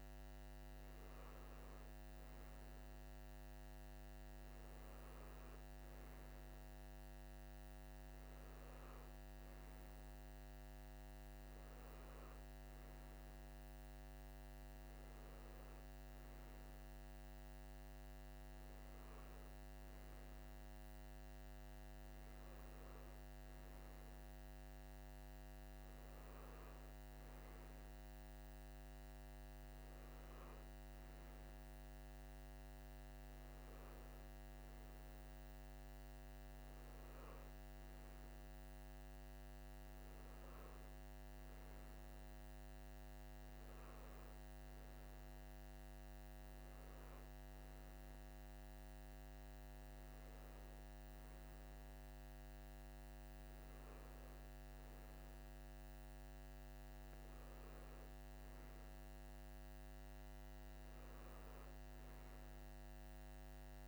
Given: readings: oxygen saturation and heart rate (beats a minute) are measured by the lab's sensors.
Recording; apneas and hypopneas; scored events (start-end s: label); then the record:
breathing in sleep, hard to hear, by a microphone on the trachea; none
none scored
From the record:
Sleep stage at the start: N3 (deep sleep); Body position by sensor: on the right side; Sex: male